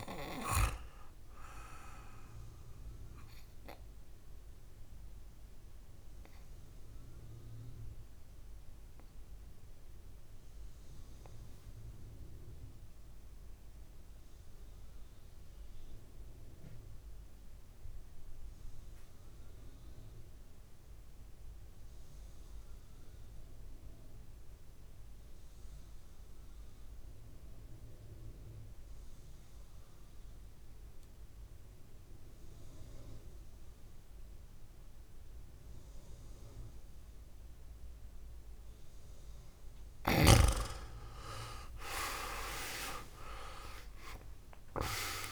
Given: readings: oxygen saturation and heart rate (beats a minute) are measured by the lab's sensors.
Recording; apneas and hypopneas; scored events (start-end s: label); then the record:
breathing in sleep by a room microphone; 1
0.00-16.50 s: oxygen desaturation (device-marked, oxygen 87% lowest, heart rate 55 extreme)
6.00-39.50 s: obstructive apnea (oxygen 100% before, 87% lowest, heart rate 63 before, 49 extreme, up 17 after)
38.50-45.32 s: oxygen desaturation (device-marked, oxygen 98% before, 88% lowest, heart rate 58 before, 49 extreme)
41.00-45.32 s: arousal
From the record:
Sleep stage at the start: N2 (light sleep); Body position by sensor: on the back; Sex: male